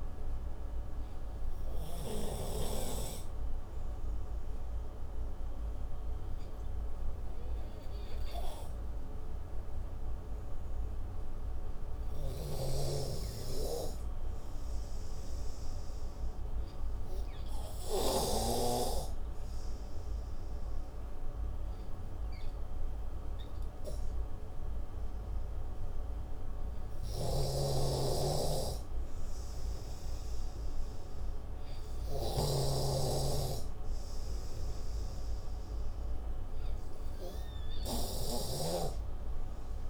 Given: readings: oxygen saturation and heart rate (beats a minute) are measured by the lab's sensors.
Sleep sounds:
breathing in sleep by a room microphone; none
0.00-3.00 s: oxygen desaturation (device-marked, oxygen 88% lowest)
9.00-13.00 s: arousal
23.00-33.00 s: oxygen desaturation (device-marked, oxygen 95% before, 90% lowest)
28.00-39.50 s: snoring (device-marked)
38.00-39.90 s: new sleep stage, N3 (deep sleep)
From the record:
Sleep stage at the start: N2 (light sleep); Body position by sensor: on the right side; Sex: male

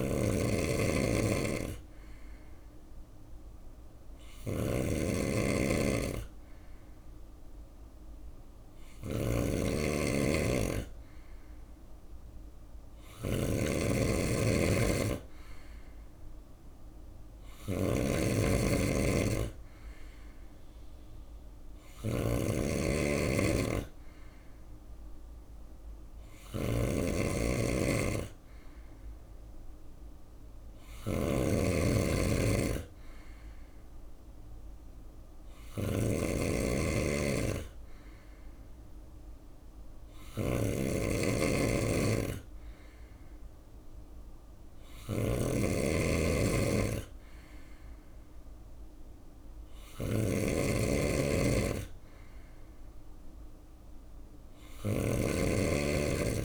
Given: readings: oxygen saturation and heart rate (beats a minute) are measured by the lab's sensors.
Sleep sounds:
breathing in sleep by a room microphone; none
0.00-56.45 s: snoring (device-marked)
From the record:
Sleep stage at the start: N3 (deep sleep); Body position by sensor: on the right side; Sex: male

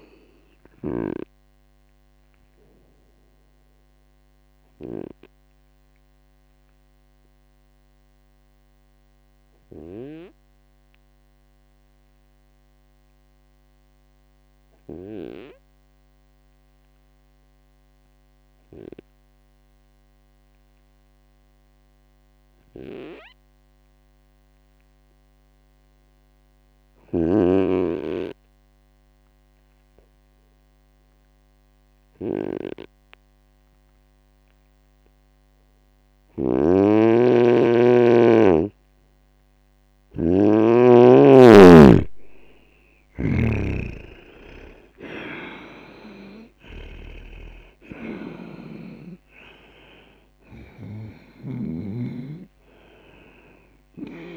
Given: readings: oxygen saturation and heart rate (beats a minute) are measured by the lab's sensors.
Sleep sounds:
breathing in sleep by a microphone on the trachea; 1
0.00-1.00 s: snoring (device-marked)
4.00-38.00 s: obstructive apnea (oxygen 99% before, 92% lowest, heart rate 69 before, 62 extreme, up 13 after)
36.00-51.50 s: snoring (device-marked)
41.00-45.00 s: arousal
From the record:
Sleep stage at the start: N2 (light sleep); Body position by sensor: on the right side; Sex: male

